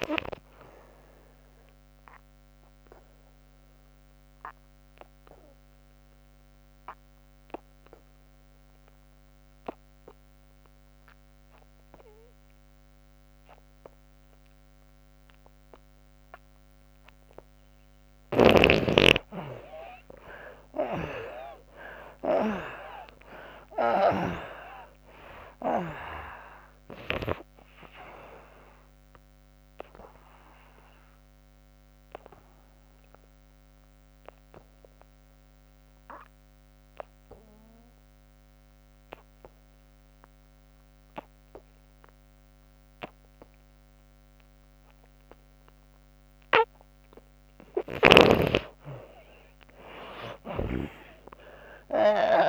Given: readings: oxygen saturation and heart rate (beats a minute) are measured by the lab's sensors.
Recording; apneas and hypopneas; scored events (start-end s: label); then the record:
breathing in sleep by a microphone on the trachea; 2
0.00-10.00 s: oxygen desaturation (device-marked, oxygen 81% lowest, heart rate 62 extreme)
1.00-16.50 s: obstructive apnea (oxygen 98% before, 77% lowest, heart rate 75 before, 62 extreme, up 27 after)
17.00-22.00 s: oxygen desaturation (device-marked, oxygen 96% before, 90% lowest, heart rate 74 before, 63 extreme)
19.50-24.50 s: arousal
27.00-40.00 s: oxygen desaturation (device-marked, oxygen 94% before, 77% lowest, heart rate 71 before, 63 extreme)
30.50-46.50 s: obstructive apnea (oxygen 96% before, 77% lowest, heart rate 76 before, 63 extreme, up 34 after)
46.00-52.49 s: oxygen desaturation (device-marked, oxygen 98% before, 78% lowest, heart rate 76 before, 63 extreme)
50.00-52.49 s: snoring (device-marked)
50.50-52.49 s: arousal
From the record:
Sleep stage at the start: N2 (light sleep); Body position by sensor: on the back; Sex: female